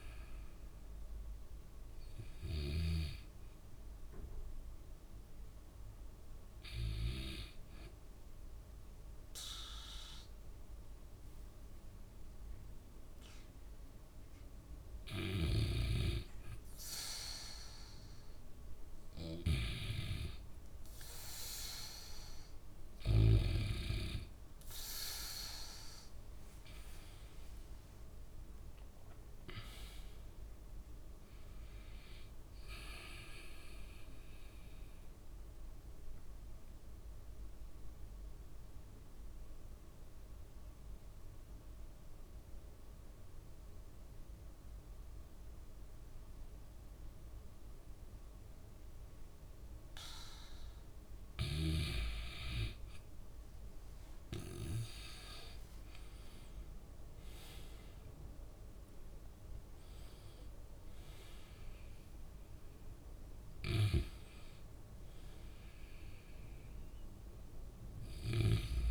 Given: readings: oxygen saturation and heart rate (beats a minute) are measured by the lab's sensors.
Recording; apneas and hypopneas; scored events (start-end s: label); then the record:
breathing in sleep by a room microphone; 2
2.50-17.00 s: hypopnea (oxygen 94% before, 89% lowest, heart rate 71 before, 62 extreme, up 0 after)
19.00-22.50 s: arousal
26.50-46.50 s: oxygen desaturation (device-marked, oxygen 94% before, 90% lowest, heart rate 70 before, 62 extreme)
34.50-51.50 s: obstructive apnea (oxygen 95% before, 90% lowest, heart rate 72 before, 63 extreme, up 6 after)
56.00-60.50 s: arousal
58.50-68.91 s: oxygen desaturation (device-marked, oxygen 95% before, 90% lowest, heart rate 67 before, 65 extreme)
From the record:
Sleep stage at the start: N2 (light sleep); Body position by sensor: on the back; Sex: male